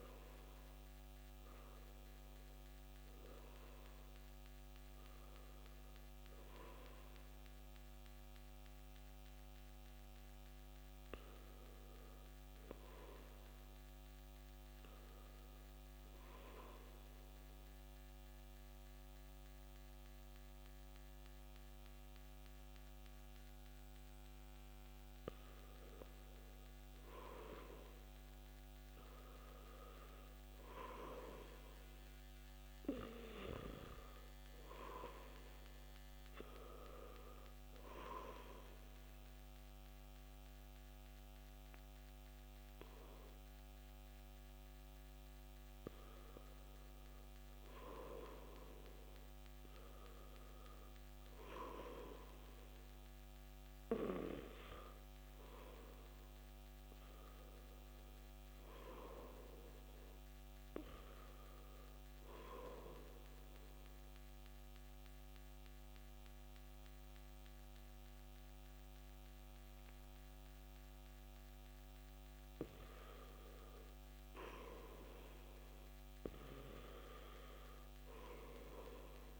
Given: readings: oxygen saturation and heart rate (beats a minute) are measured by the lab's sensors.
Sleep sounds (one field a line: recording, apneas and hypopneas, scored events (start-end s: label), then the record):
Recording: breathing in sleep by a microphone on the trachea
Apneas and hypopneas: 3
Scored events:
0.00-2.50 s: arousal
17.50-28.00 s: obstructive apnea (oxygen 95% before, 93% lowest, heart rate 55 before, 51 extreme, up 4 after)
30.00-33.50 s: arousal
38.50-49.50 s: obstructive apnea (oxygen 96% before, 93% lowest, heart rate 55 before, 51 extreme, up 8 after)
52.50-56.50 s: arousal
53.50-72.50 s: oxygen desaturation (device-marked, oxygen 96% before, 93% lowest, heart rate 55 before, 49 extreme)
63.00-74.00 s: obstructive apnea (oxygen 96% before, 93% lowest, heart rate 54 before, 49 extreme, up 2 after)
76.50-79.40 s: arousal
From the record:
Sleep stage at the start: N2 (light sleep)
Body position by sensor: on the back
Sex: male